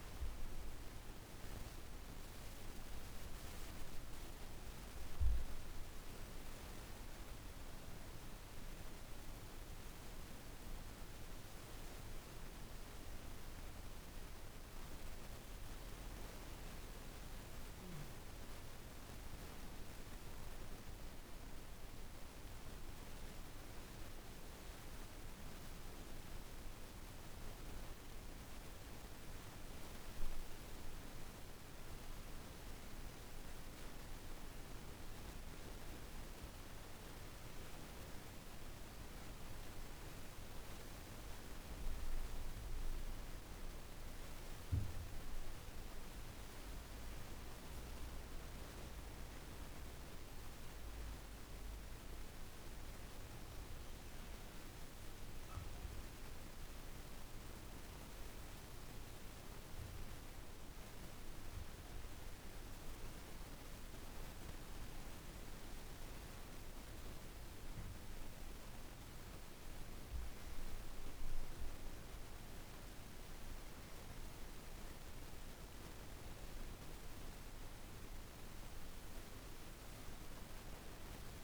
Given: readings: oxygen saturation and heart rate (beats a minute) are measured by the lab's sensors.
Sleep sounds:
breathing in sleep, hard to hear, by a room microphone; 2
5.50-33.50 s: oxygen desaturation (device-marked, oxygen 97% before, 93% lowest)
15.00-20.00 s: arousal
23.00-36.00 s: hypopnea (oxygen 97% before, 92% lowest)
34.50-81.44 s: new sleep stage, N2 (light sleep)
39.00-44.50 s: arousal
42.50-57.50 s: oxygen desaturation (device-marked, oxygen 97% before, 93% lowest)
50.50-67.00 s: hypopnea (oxygen 97% before, 91% lowest)
68.50-81.44 s: oxygen desaturation (device-marked, oxygen 96% before, 92% lowest)
70.50-76.00 s: arousal
From the record:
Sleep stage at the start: N1 (lightest sleep); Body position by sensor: on the back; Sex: female

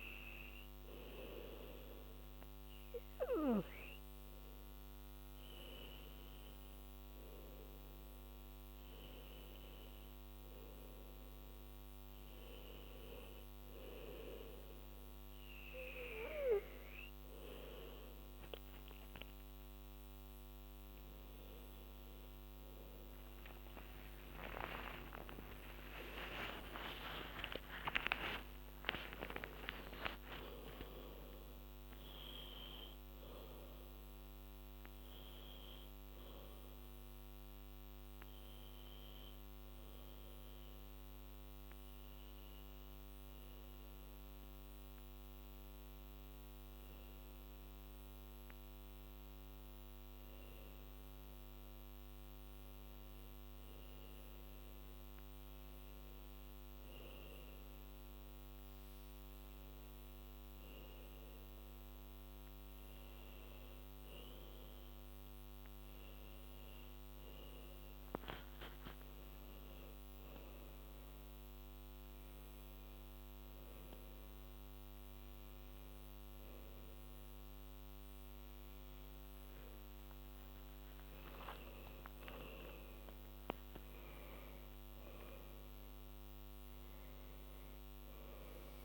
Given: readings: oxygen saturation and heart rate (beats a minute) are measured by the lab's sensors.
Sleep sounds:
breathing in sleep by a microphone on the trachea; none
24.00-29.50 s: arousal
41.00-88.85 s: new sleep stage, N1 (lightest sleep)
48.00-71.00 s: oxygen desaturation (device-marked, oxygen 99% before, 96% lowest, heart rate 93 before, 83 extreme)
80.50-84.00 s: arousal
From the record:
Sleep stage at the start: N2 (light sleep); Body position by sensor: on the back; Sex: female

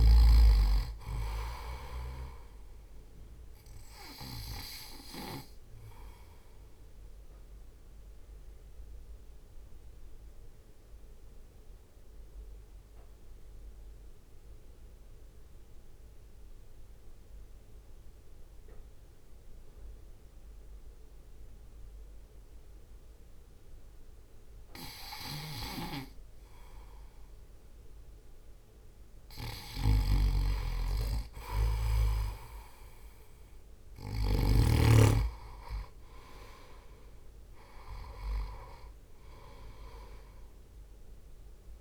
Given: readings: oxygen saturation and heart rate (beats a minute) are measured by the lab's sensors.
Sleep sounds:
breathing in sleep by a room microphone; 1
0.50-12.50 s: drop in pulse transit time (device-marked, heart rate 59 before, 48 extreme)
1.50-16.50 s: oxygen desaturation (device-marked, oxygen 97% before, 92% lowest, heart rate 59 before, 48 extreme)
4.50-26.50 s: obstructive apnea (oxygen 97% before, 91% lowest, heart rate 59 before, 48 extreme, up 4 after)
29.50-34.50 s: snoring (device-marked)
30.50-35.00 s: arousal
32.50-41.81 s: oxygen desaturation (device-marked, oxygen 96% before, 92% lowest, heart rate 58 before, 52 extreme)
34.50-41.81 s: drop in pulse transit time (device-marked, heart rate 59 before, 52 extreme)
From the record:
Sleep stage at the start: N2 (light sleep); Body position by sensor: on the right side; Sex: male

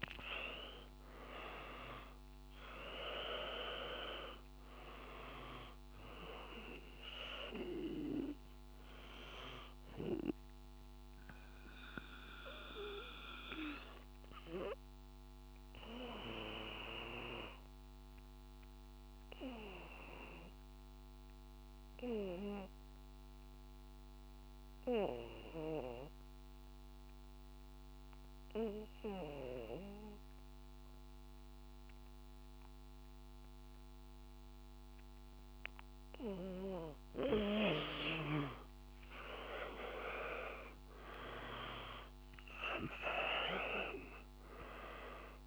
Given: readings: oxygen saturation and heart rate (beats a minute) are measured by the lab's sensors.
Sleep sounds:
breathing in sleep by a microphone on the trachea; 1
0.00-25.50 s: oxygen desaturation (device-marked, oxygen 90% lowest, heart rate 54 extreme)
9.00-35.00 s: obstructive apnea (oxygen 98% before, 90% lowest, heart rate 58 before, 54 extreme, up 5 after)
39.00-44.00 s: arousal
42.50-45.47 s: oxygen desaturation (device-marked, oxygen 97% before, 90% lowest, heart rate 57 before, 54 extreme)
From the record:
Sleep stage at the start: N2 (light sleep); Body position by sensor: on the back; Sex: male

